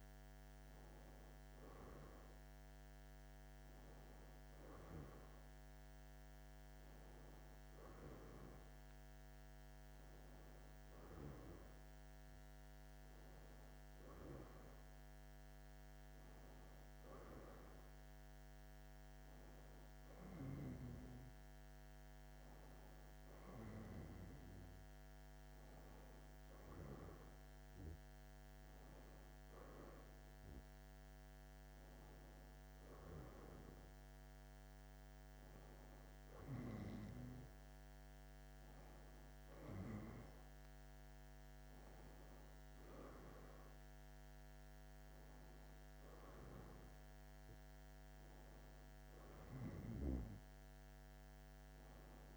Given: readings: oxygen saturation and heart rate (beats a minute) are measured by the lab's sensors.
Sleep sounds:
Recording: breathing in sleep by a microphone on the trachea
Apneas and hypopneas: none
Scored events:
41.50-52.37 s: new sleep stage, awake
From the record:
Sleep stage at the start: N1 (lightest sleep)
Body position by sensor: on the back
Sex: male

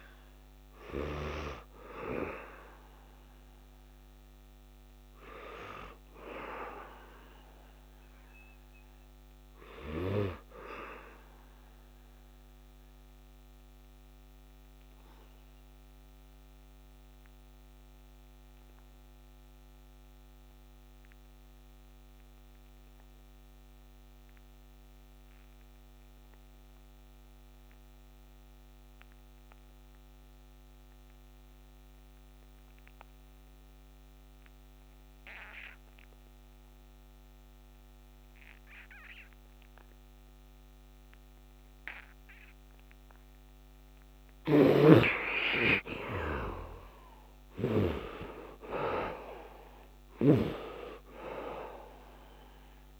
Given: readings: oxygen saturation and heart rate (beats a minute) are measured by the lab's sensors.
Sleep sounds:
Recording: breathing in sleep by a microphone on the trachea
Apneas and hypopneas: 1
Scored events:
0.00-20.00 s: oxygen desaturation (device-marked, oxygen 63% lowest, heart rate 66 extreme)
8.50-44.00 s: obstructive apnea (oxygen 81% before, 63% lowest, heart rate 78 before, 67 extreme, up 10 after)
33.00-53.00 s: oxygen desaturation (device-marked, oxygen 100% before, 66% lowest, heart rate 71 before, 67 extreme)
44.00-53.00 s: snoring (device-marked)
46.00-49.50 s: arousal
From the record:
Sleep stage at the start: N2 (light sleep)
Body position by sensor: on the back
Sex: male

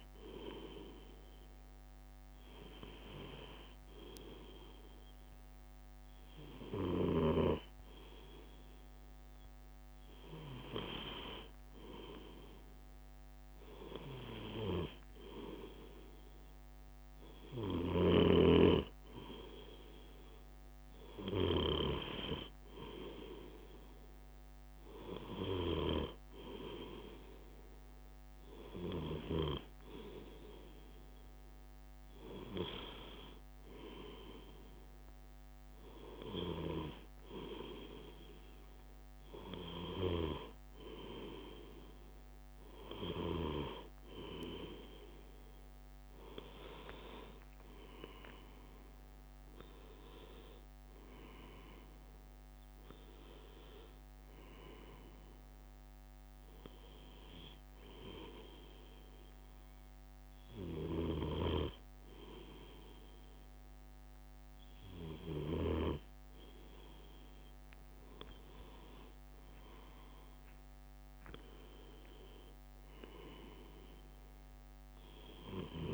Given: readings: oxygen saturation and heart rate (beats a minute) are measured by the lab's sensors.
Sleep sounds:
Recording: breathing in sleep by a microphone on the trachea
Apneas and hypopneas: none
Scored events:
none scored
From the record:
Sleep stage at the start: N2 (light sleep)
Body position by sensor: on the left side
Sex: male

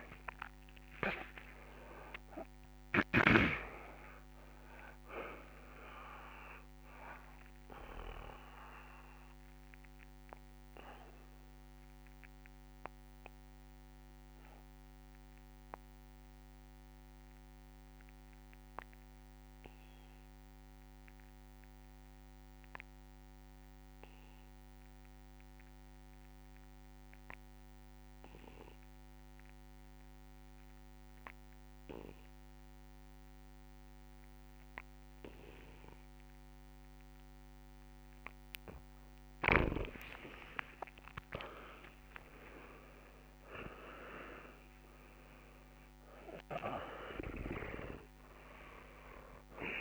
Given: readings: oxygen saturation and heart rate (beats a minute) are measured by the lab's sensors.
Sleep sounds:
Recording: breathing in sleep by a microphone on the trachea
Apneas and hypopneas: 1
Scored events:
0.00-1.00 s: oxygen desaturation (device-marked, oxygen 93% lowest, heart rate 66 extreme)
0.00-1.50 s: arousal
0.00-3.50 s: snoring (device-marked)
2.00-4.00 s: long interval between heartbeats (device-marked, heart rate 82 before, 67 extreme)
7.00-24.00 s: oxygen desaturation (device-marked, oxygen 94% before, 82% lowest, heart rate 82 before, 67 extreme)
9.00-38.50 s: mixed apnea (oxygen 97% before, 82% lowest, heart rate 82 before, 67 extreme, up 28 after)
34.00-49.81 s: oxygen desaturation (device-marked, oxygen 99% before, 83% lowest, heart rate 70 before, 67 extreme)
40.50-42.50 s: long interval between heartbeats (device-marked, heart rate 70 before, 89 extreme)
40.50-44.00 s: arousal
47.50-49.81 s: snoring (device-marked)
From the record:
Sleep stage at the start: N2 (light sleep)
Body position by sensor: on the back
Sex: male

